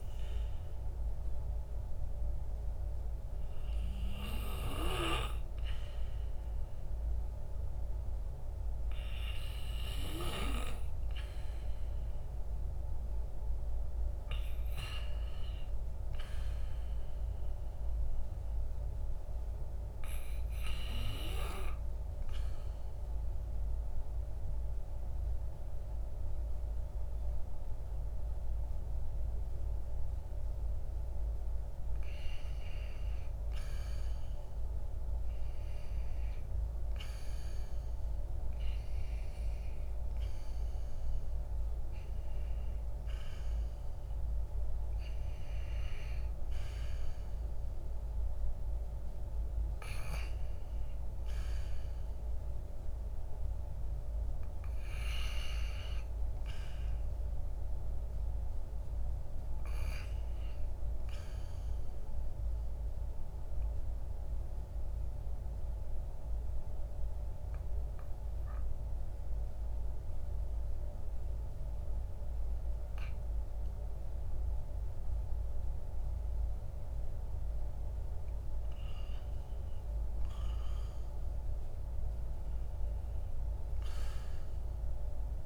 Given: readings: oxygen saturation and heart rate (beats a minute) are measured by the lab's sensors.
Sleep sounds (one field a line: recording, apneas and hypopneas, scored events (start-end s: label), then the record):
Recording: breathing in sleep by a room microphone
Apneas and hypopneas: 2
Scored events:
22.00-33.00 s: obstructive apnea (oxygen 99% before, 96% lowest, heart rate 57 before, 54 extreme, up 3 after)
35.50-39.50 s: arousal
63.50-77.00 s: obstructive apnea (oxygen 97% before, 94% lowest, heart rate 57 before, 55 extreme, up 6 after)
80.00-84.50 s: arousal
From the record:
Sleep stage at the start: REM sleep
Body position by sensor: on the back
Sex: male